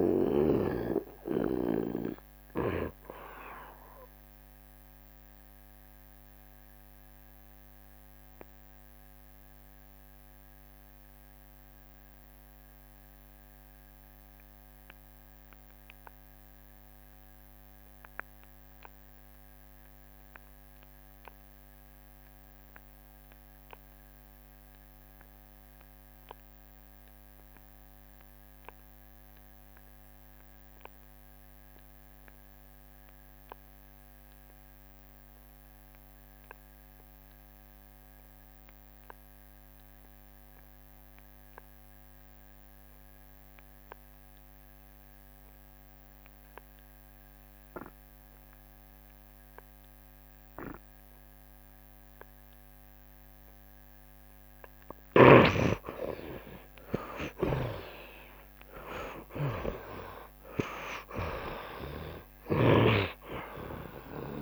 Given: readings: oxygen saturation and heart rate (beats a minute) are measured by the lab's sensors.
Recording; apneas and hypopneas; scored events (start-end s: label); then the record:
breathing in sleep by a microphone on the trachea; 1
0.00-1.50 s: long interval between heartbeats (device-marked, heart rate 82 extreme)
0.00-22.50 s: oxygen desaturation (device-marked, oxygen 59% lowest, heart rate 65 extreme)
4.00-54.00 s: mixed apnea (oxygen 88% before, 59% lowest, heart rate 78 before, 75 extreme, up 41 after)
17.50-19.50 s: long interval between heartbeats (device-marked, heart rate 75 before, 85 extreme)
24.50-64.42 s: oxygen desaturation (device-marked, oxygen 90% before, 59% lowest, heart rate 79 before, 74 extreme)
55.00-58.50 s: arousal
55.00-63.00 s: snoring (device-marked)
55.50-57.50 s: long interval between heartbeats (device-marked, heart rate 78 before, 90 extreme)
56.50-64.42 s: tachycardia (device-marked, heart rate 80 before, 132 extreme)
58.50-60.50 s: long interval between heartbeats (device-marked, heart rate 81 before, 100 extreme)
63.00-64.42 s: long interval between heartbeats (device-marked, heart rate 89 before, 129 extreme)
From the record:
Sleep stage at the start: N2 (light sleep); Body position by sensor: on the right side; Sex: male